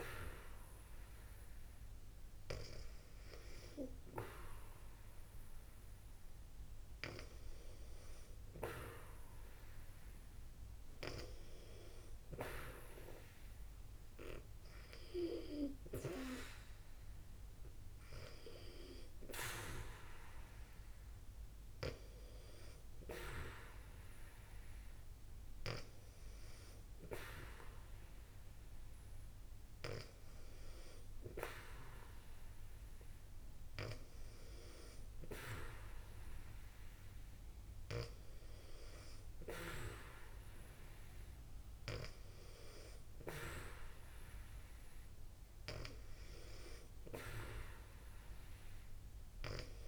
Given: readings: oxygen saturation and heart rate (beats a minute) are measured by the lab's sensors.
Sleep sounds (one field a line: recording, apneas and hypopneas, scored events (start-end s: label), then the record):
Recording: breathing in sleep by a room microphone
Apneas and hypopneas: none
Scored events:
none scored
From the record:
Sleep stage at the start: N2 (light sleep)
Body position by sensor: on the back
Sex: female